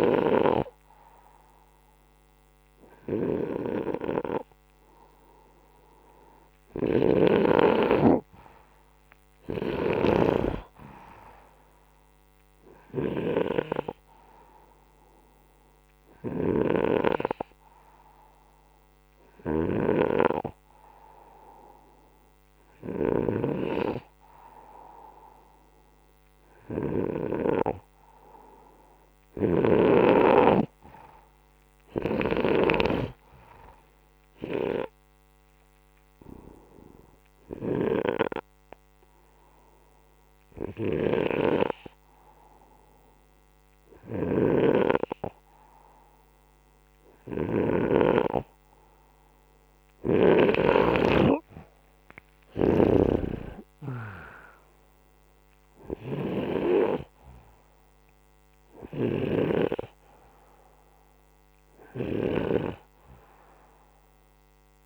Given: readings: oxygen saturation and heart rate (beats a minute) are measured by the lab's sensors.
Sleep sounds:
breathing in sleep by a microphone on the trachea; none
6.50-10.00 s: snoring (device-marked)
16.00-32.50 s: snoring (device-marked)
40.50-47.50 s: snoring (device-marked)
57.00-64.85 s: oxygen desaturation (device-marked, oxygen 94% before, 91% lowest, heart rate 68 before, 63 extreme)
From the record:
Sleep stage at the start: N2 (light sleep); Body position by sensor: upright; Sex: male

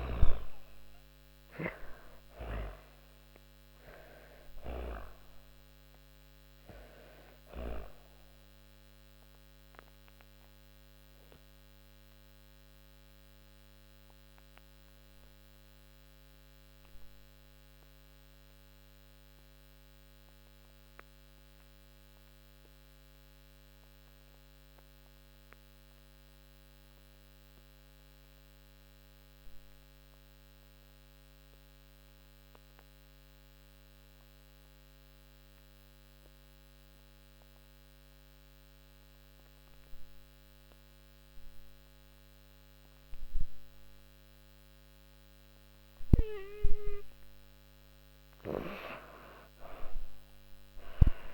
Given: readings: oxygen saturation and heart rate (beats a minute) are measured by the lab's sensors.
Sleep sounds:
breathing in sleep by a microphone on the trachea; 1
0.00-1.00 s: arousal
0.00-6.50 s: snoring (device-marked)
0.00-24.00 s: oxygen desaturation (device-marked, oxygen 86% lowest)
7.50-46.00 s: obstructive apnea (oxygen 98% before, 84% lowest)
38.00-51.34 s: oxygen desaturation (device-marked, oxygen 99% before, 84% lowest)
48.50-51.34 s: arousal
From the record:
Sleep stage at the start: N2 (light sleep); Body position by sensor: on the back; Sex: female

